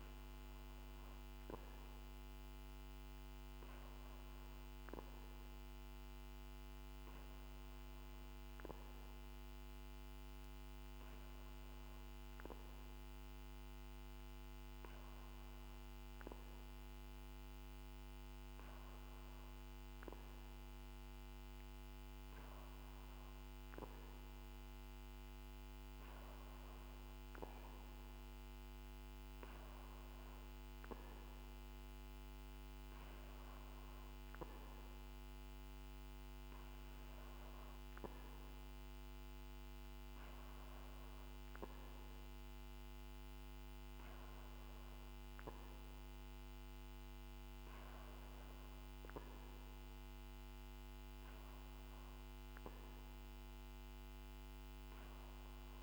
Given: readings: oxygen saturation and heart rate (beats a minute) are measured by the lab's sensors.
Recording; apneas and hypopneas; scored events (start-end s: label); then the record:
breathing in sleep, hard to hear, by a microphone on the trachea; none
none scored
From the record:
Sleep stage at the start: N2 (light sleep); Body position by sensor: on the back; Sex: male